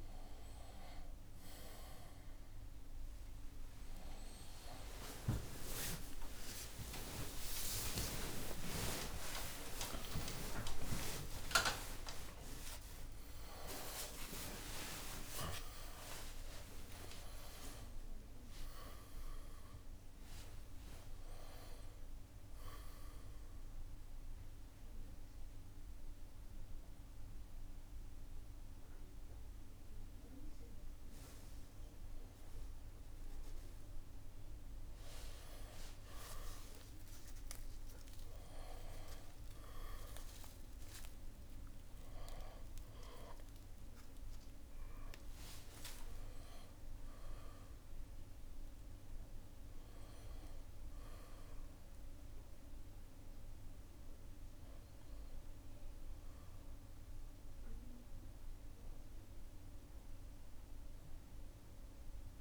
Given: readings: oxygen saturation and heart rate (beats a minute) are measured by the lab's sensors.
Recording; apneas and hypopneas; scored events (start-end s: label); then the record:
a person awake in a sleep study, by a room microphone; none
13.00-23.00 s: drop in pulse transit time (device-marked, heart rate 85 before, 110 extreme)
46.00-51.00 s: oxygen desaturation (device-marked, oxygen 97% before, 93% lowest, heart rate 87 before, 75 extreme)
46.00-55.00 s: drop in pulse transit time (device-marked, heart rate 87 before, 80 extreme)
60.00-62.41 s: new sleep stage, N1 (lightest sleep)
From the record:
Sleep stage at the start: awake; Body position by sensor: on the back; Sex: male